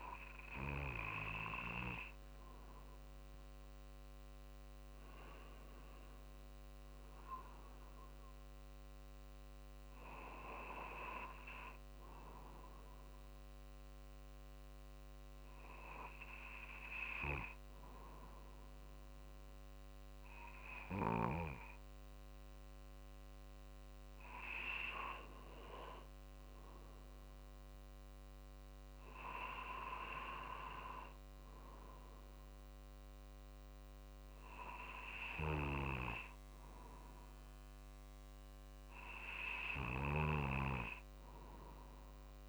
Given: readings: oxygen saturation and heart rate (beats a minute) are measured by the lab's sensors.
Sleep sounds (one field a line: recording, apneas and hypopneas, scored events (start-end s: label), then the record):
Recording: breathing in sleep by a microphone on the trachea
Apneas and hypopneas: none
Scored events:
31.50-42.49 s: drop in pulse transit time (device-marked, heart rate 50 before, 50 extreme)
From the record:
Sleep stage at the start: N2 (light sleep)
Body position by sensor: on the right side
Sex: male